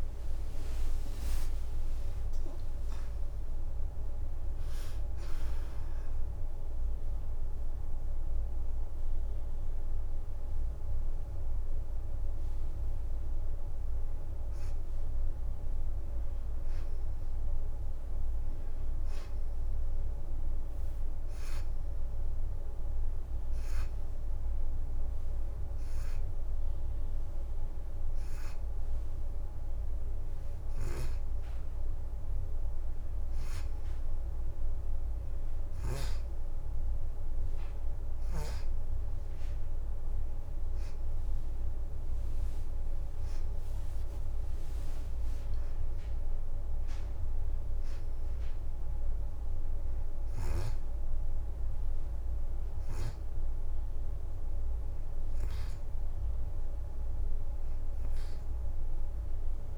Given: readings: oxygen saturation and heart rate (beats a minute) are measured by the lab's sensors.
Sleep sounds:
breathing in sleep, hard to hear, by a room microphone; none
0.50-9.50 s: oxygen desaturation (device-marked, oxygen 92% before, 89% lowest, heart rate 86 before, 84 extreme)
1.50-6.00 s: arousal
7.00-17.00 s: leg movement (device-marked)
17.00-18.00 s: leg movement (device-marked)
21.00-29.50 s: leg movement (device-marked)
27.50-38.50 s: oxygen desaturation (device-marked, oxygen 94% before, 90% lowest, heart rate 86 before, 83 extreme)
31.50-41.50 s: leg movement (device-marked)
40.50-50.50 s: oxygen desaturation (device-marked, oxygen 93% before, 90% lowest, heart rate 85 before, 83 extreme)
From the record:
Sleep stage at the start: N2 (light sleep); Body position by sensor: on the back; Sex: female

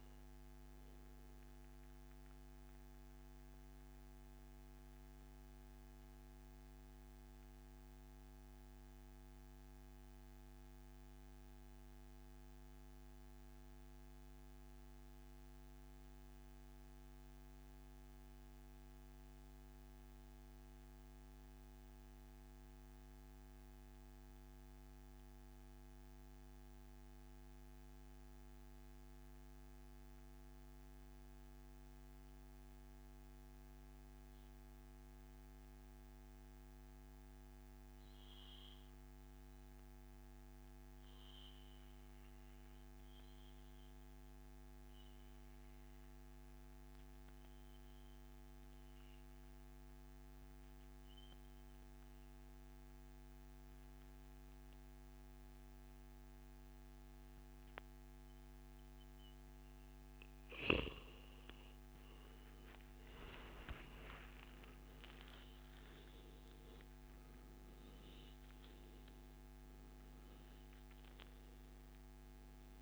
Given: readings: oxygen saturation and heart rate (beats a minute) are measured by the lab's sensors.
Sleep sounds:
breathing in sleep, hard to hear, by a microphone on the trachea; 1
2.50-60.50 s: mixed apnea (oxygen 95% before, 88% lowest, heart rate 137 before, 86 extreme, up 35 after)
44.50-72.81 s: oxygen desaturation (device-marked, oxygen 98% before, 88% lowest, heart rate 143 before, 82 extreme)
55.00-57.00 s: long interval between heartbeats (device-marked, heart rate 142 before, 131 extreme)
57.50-59.50 s: long interval between heartbeats (device-marked, heart rate 140 before, 113 extreme)
61.00-66.00 s: arousal
From the record:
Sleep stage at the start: REM sleep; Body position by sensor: on the back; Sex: male

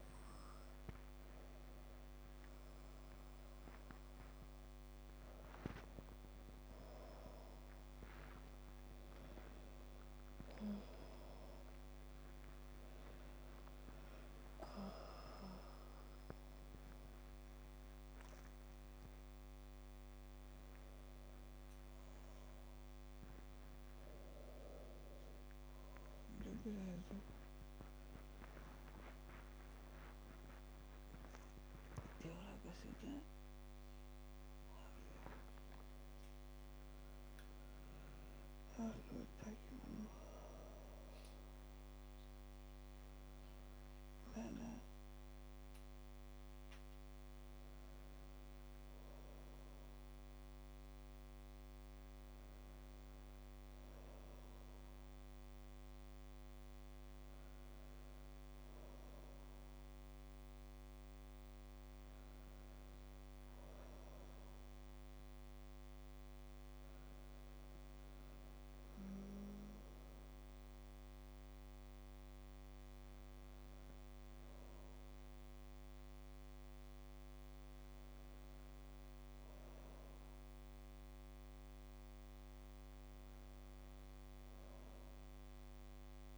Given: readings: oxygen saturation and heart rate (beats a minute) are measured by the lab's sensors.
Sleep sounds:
a person awake in a sleep study, by a microphone on the trachea; none
2.00-12.00 s: oxygen desaturation (device-marked, oxygen 97% before, 92% lowest, heart rate 115 before, 86 extreme)
From the record:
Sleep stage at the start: awake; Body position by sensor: on the back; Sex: female

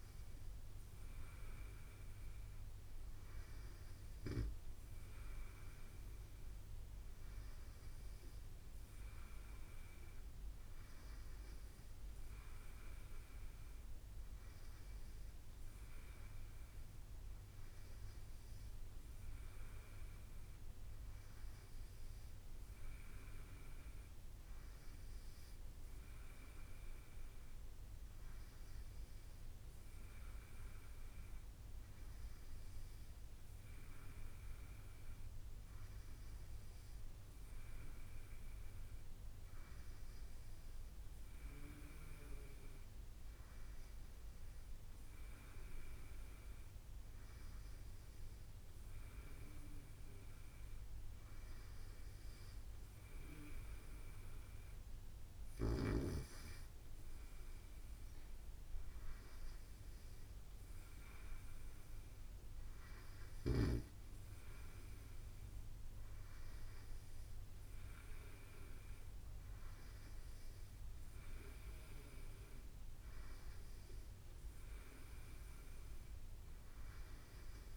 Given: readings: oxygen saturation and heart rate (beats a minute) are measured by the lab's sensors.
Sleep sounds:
breathing in sleep, hard to hear, by a room microphone; none
none scored
From the record:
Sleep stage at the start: N3 (deep sleep); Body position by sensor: on the right side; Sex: male

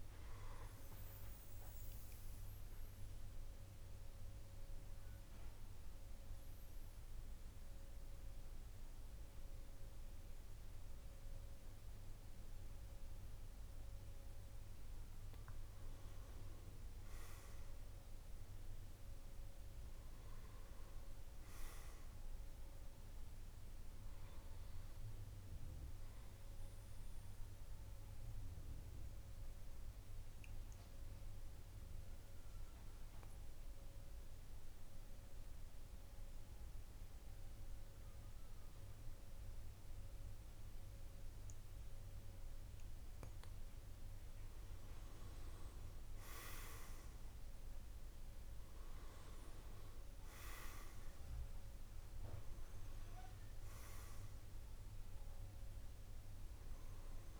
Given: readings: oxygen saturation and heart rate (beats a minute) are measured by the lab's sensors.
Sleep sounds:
breathing in sleep, hard to hear, by a room microphone; 2
0.00-11.50 s: oxygen desaturation (device-marked, oxygen 93% lowest, heart rate 49 extreme)
0.50-14.00 s: obstructive apnea (oxygen 99% before, 92% lowest, heart rate 52 before, 49 extreme, up 6 after)
15.50-20.00 s: arousal
28.00-43.00 s: mixed apnea (oxygen 98% before, 90% lowest, heart rate 53 before, 48 extreme, up 9 after)
45.50-49.50 s: arousal
49.50-57.40 s: oxygen desaturation (device-marked, oxygen 97% before, 92% lowest, heart rate 51 before, 47 extreme)
From the record:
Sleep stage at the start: N2 (light sleep); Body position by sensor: on the back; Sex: male

